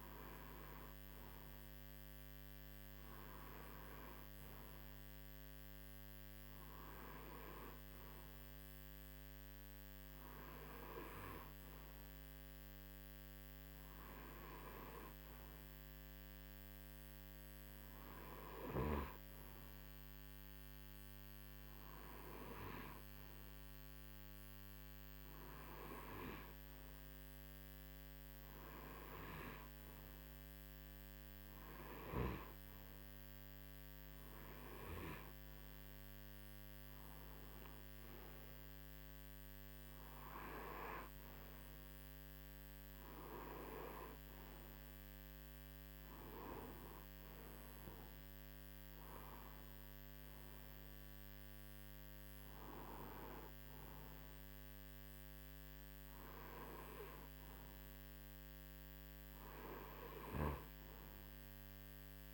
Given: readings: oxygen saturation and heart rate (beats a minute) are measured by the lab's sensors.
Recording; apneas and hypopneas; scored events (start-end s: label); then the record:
breathing in sleep by a microphone on the trachea; none
none scored
From the record:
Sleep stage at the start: N2 (light sleep); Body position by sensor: on the right side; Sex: male